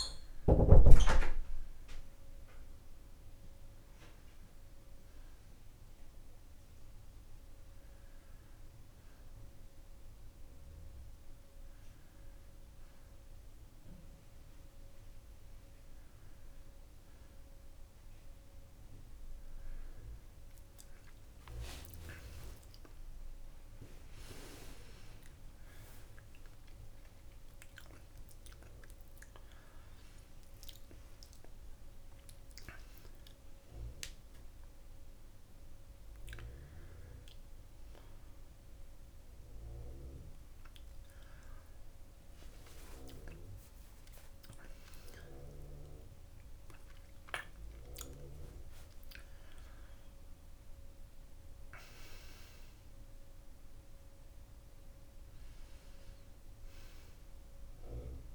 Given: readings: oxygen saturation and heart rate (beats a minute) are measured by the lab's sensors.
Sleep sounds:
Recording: breathing in sleep by a room microphone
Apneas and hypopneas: none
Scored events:
19.50-24.00 s: arousal
From the record:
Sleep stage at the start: N2 (light sleep)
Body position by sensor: on the back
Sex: male

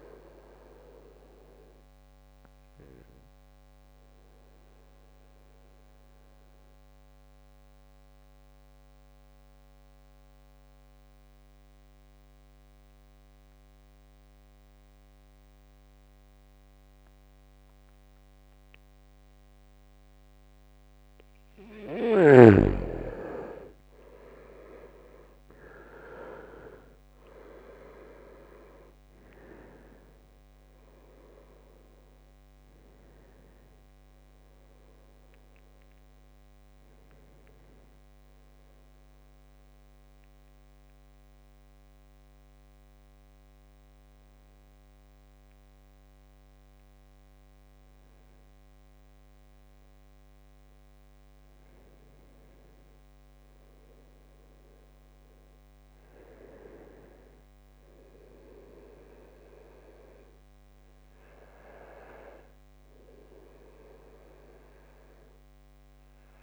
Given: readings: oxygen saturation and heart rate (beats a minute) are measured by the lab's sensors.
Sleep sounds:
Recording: breathing in sleep by a microphone on the trachea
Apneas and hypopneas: 2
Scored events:
0.00-13.00 s: oxygen desaturation (device-marked, oxygen 89% lowest, heart rate 64 extreme)
2.00-20.50 s: obstructive apnea (oxygen 98% before, 87% lowest, heart rate 72 before, 66 extreme, up 4 after)
22.50-27.00 s: arousal
28.00-50.00 s: oxygen desaturation (device-marked, oxygen 98% before, 87% lowest, heart rate 71 before, 68 extreme)
38.50-51.00 s: hypopnea (oxygen 98% before, 87% lowest, heart rate 73 before, 68 extreme, up 6 after)
52.00-55.50 s: arousal
From the record:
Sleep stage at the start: N2 (light sleep)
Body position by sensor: on the right side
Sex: male

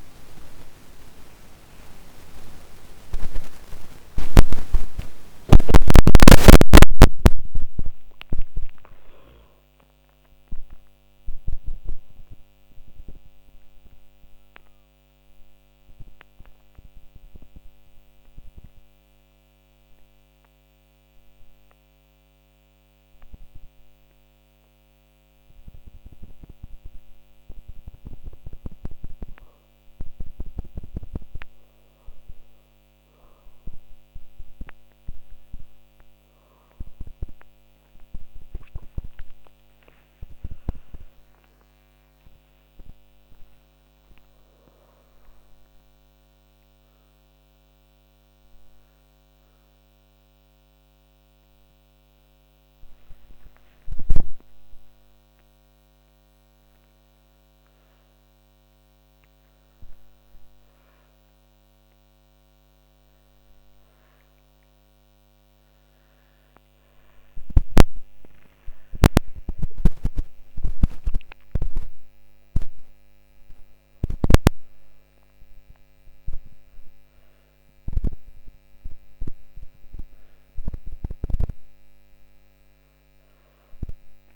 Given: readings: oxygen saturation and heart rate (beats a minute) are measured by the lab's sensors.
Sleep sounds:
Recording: a person awake in a sleep study, by a microphone on the trachea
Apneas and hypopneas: none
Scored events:
2.00-6.50 s: arousal
37.00-84.36 s: new sleep stage, awake
From the record:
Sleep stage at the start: N1 (lightest sleep)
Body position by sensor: on the back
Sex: female

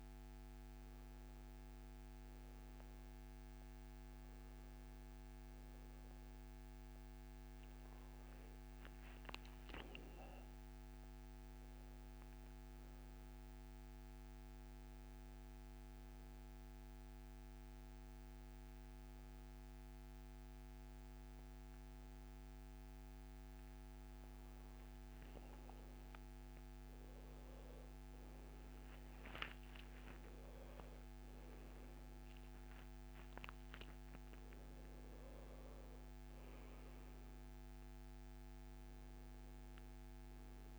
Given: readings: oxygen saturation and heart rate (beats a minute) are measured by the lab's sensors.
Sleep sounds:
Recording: breathing in sleep, hard to hear, by a microphone on the trachea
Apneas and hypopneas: none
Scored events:
26.50-31.00 s: arousal
From the record:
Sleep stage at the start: N1 (lightest sleep)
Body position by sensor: on the back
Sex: male

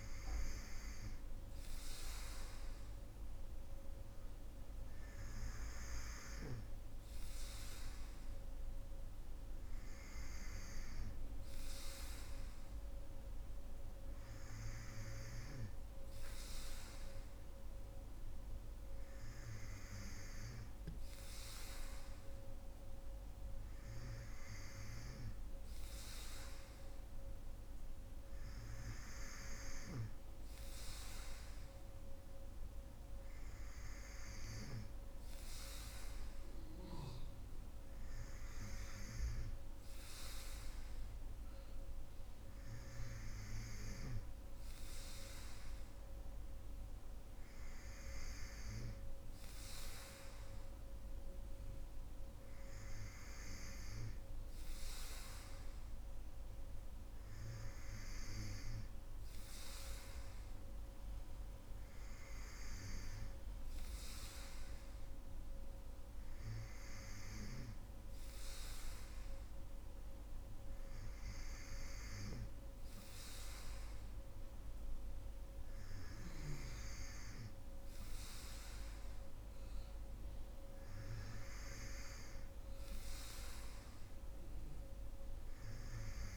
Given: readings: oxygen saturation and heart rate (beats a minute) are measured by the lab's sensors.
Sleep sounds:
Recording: breathing in sleep by a room microphone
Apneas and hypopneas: none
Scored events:
none scored
From the record:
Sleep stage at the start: N3 (deep sleep)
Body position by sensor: on the right side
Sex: female

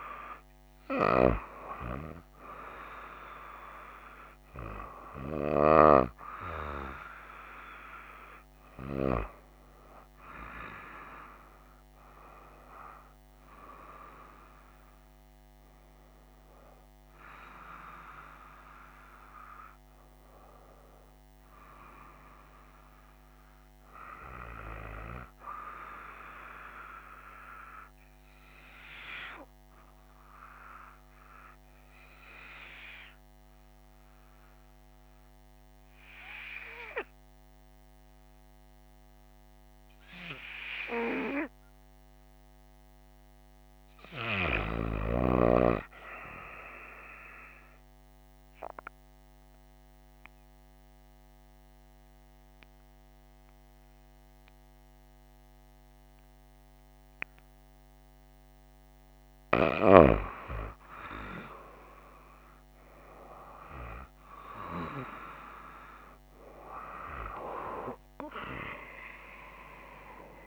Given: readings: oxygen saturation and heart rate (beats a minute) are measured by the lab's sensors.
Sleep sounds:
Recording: breathing in sleep by a microphone on the trachea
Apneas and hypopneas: 1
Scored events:
0.00-6.00 s: oxygen desaturation (device-marked, oxygen 97% before, 94% lowest, heart rate 64 before, 61 extreme)
37.00-41.00 s: arousal
48.50-59.50 s: obstructive apnea (oxygen 97% before, 94% lowest, heart rate 62 before, 58 extreme, up 12 after)
68.00-70.47 s: arousal
From the record:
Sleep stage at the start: N2 (light sleep)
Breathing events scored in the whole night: 130 in 5.5 hours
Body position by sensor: on the right side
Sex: female

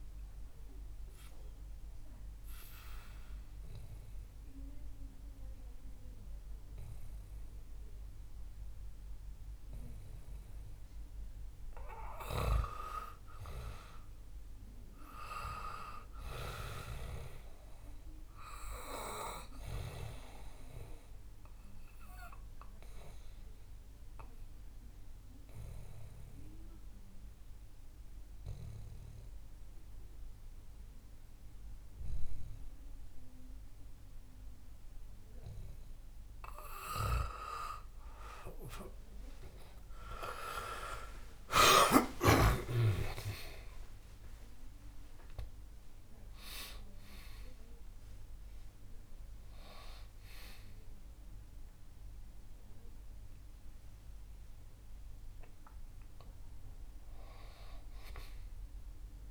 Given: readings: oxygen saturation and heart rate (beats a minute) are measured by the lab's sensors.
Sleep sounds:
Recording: a person awake in a sleep study, by a room microphone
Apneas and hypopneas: none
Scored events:
none scored
From the record:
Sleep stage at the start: awake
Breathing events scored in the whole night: 440 in 6.9 hours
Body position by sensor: on the back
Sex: male

